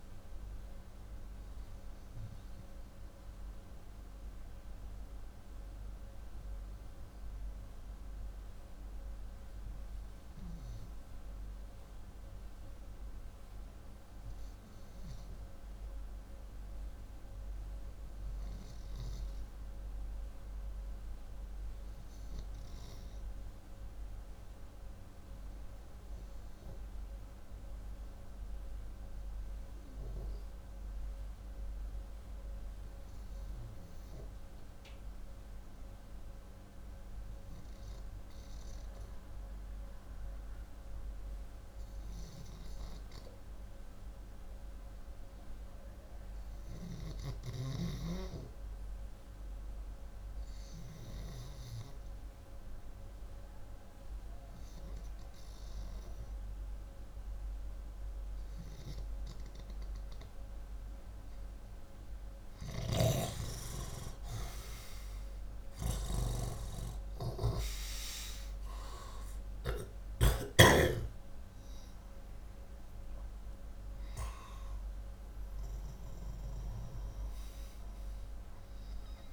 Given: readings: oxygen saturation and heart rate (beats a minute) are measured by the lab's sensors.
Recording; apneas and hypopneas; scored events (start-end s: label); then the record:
breathing in sleep by a room microphone; 1
7.50-58.50 s: hypopnea (oxygen 95% before, 89% lowest, heart rate 196 before, 61 extreme)
14.00-25.00 s: oxygen desaturation (device-marked, oxygen 95% before, 91% lowest, heart rate 198 before, 162 extreme)
62.50-67.50 s: arousal
From the record:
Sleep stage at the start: REM sleep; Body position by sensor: upright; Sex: male